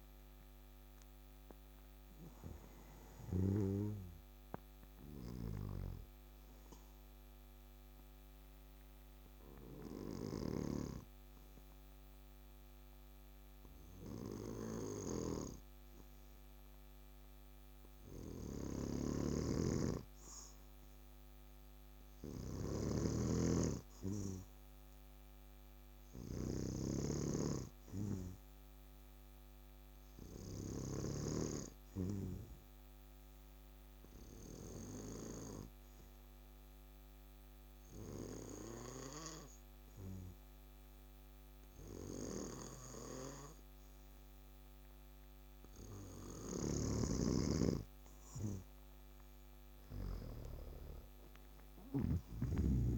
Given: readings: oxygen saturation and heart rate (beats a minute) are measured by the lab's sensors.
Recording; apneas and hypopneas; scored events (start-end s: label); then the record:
breathing in sleep by a microphone on the trachea; 1
4.50-45.00 s: obstructive apnea (oxygen 98% before, 94% lowest, heart rate 80 before, 65 extreme, up 6 after)
18.50-31.00 s: snoring (device-marked)
24.50-35.50 s: oxygen desaturation (device-marked, oxygen 99% before, 95% lowest, heart rate 68 before, 70 extreme)
46.00-52.98 s: snoring (device-marked)
49.00-52.98 s: arousal
From the record:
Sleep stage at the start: N2 (light sleep); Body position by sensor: on the back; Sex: male